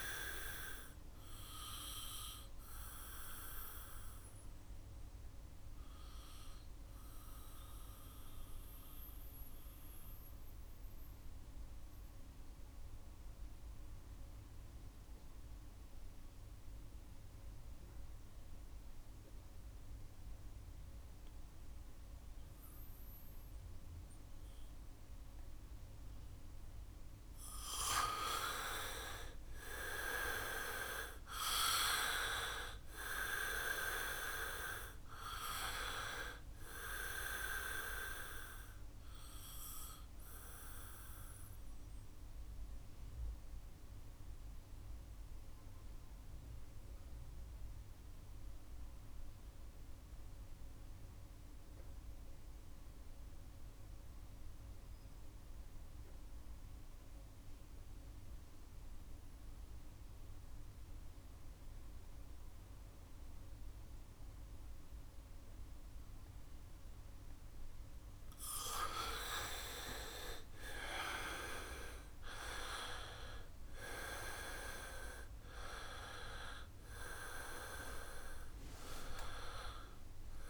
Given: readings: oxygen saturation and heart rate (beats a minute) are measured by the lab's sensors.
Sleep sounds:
breathing in sleep by a room microphone; 2
0.00-16.50 s: oxygen desaturation (device-marked, oxygen 82% lowest, heart rate 64 extreme)
2.50-27.00 s: mixed apnea (oxygen 98% before, 81% lowest, heart rate 71 before, 63 extreme)
23.50-52.50 s: oxygen desaturation (device-marked, oxygen 99% before, 81% lowest, heart rate 68 before, 63 extreme)
29.00-34.50 s: arousal
39.00-67.00 s: mixed apnea (oxygen 99% before, 80% lowest, heart rate 69 before, 63 extreme, up 5 after)
62.50-80.50 s: oxygen desaturation (device-marked, oxygen 99% before, 80% lowest, heart rate 67 before, 64 extreme)
68.50-73.00 s: arousal
78.00-80.00 s: long interval between heartbeats (device-marked, heart rate 69 before, 85 extreme)
From the record:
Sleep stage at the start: N2 (light sleep); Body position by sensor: on the back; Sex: male

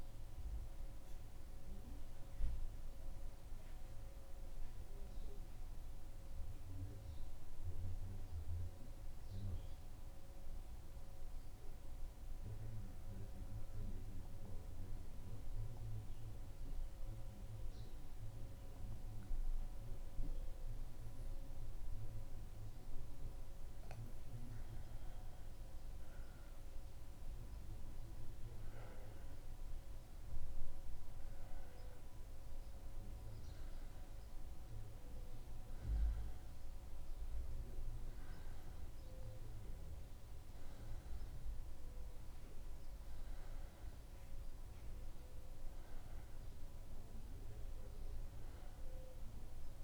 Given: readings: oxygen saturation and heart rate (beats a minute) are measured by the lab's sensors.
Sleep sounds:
breathing in sleep, hard to hear, by a room microphone; 1
8.00-25.50 s: mixed apnea (oxygen 95% before, 92% lowest, heart rate 75 before, 75 extreme, up 0 after)
27.00-31.50 s: arousal
From the record:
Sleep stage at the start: N2 (light sleep); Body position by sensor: on the back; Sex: male

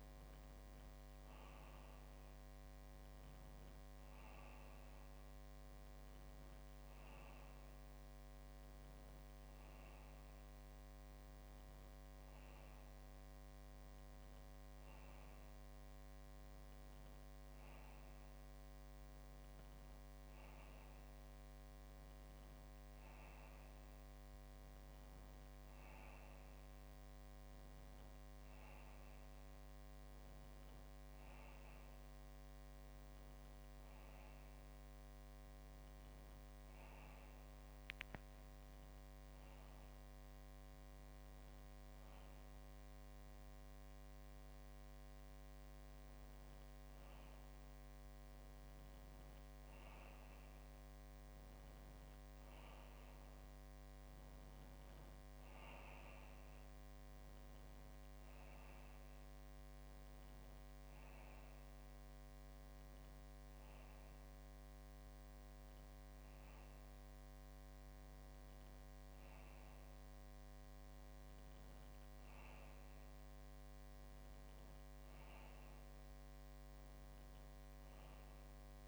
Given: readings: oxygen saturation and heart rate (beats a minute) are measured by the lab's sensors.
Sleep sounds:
breathing in sleep, hard to hear, by a microphone on the trachea; none
30.50-32.50 s: long interval between heartbeats (device-marked, heart rate 67 before, 60 extreme)
33.50-37.50 s: arousal
41.50-78.88 s: new sleep stage, N2 (light sleep)
From the record:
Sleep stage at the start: REM sleep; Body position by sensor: on the back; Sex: male

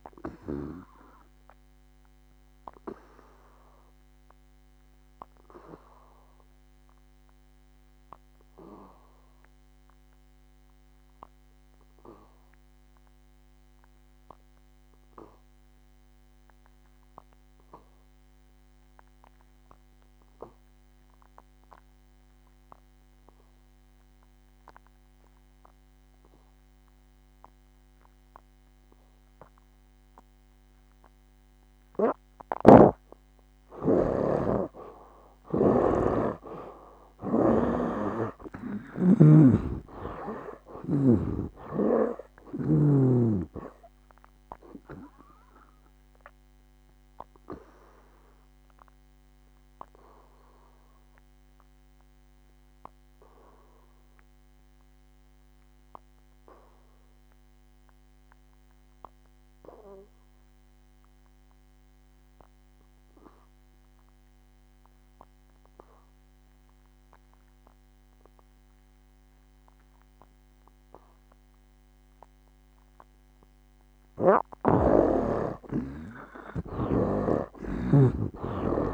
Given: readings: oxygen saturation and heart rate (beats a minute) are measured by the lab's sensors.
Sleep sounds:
breathing in sleep by a microphone on the trachea; 2
0.00-24.00 s: oxygen desaturation (device-marked, oxygen 73% lowest, heart rate 57 extreme)
1.50-32.50 s: obstructive apnea (oxygen 96% before, 69% lowest, heart rate 65 before, 57 extreme, up 15 after)
26.00-70.00 s: oxygen desaturation (device-marked, oxygen 97% before, 69% lowest, heart rate 60 before, 58 extreme)
32.50-43.50 s: snoring (device-marked)
36.50-40.50 s: arousal
45.50-74.50 s: obstructive apnea (oxygen 97% before, 69% lowest, heart rate 68 before, 58 extreme, up 17 after)
77.00-78.94 s: snoring (device-marked)
77.50-78.94 s: arousal
From the record:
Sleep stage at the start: N2 (light sleep); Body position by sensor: on the back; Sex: male

